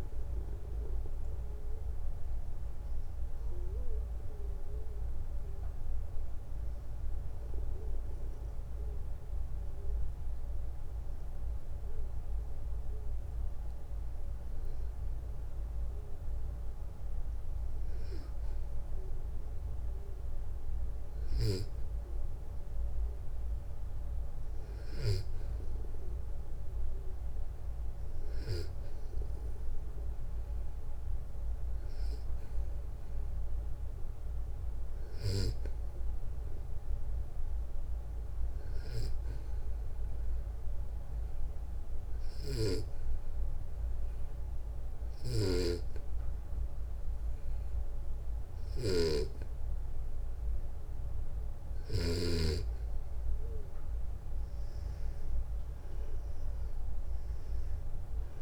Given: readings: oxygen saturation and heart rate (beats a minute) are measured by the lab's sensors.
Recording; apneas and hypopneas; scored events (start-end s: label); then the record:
breathing in sleep by a room microphone; 2
0.00-13.00 s: oxygen desaturation (device-marked, oxygen 89% lowest, heart rate 59 extreme)
3.50-17.00 s: hypopnea (oxygen 96% before, 89% lowest, heart rate 66 before, 58 extreme, up 1 after)
19.50-22.50 s: arousal
39.50-51.50 s: obstructive apnea (oxygen 98% before, 94% lowest, heart rate 60 before, 58 extreme, up 7 after)
41.50-51.50 s: snoring (device-marked)
55.50-58.42 s: arousal
From the record:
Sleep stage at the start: N2 (light sleep); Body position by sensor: on the back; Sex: male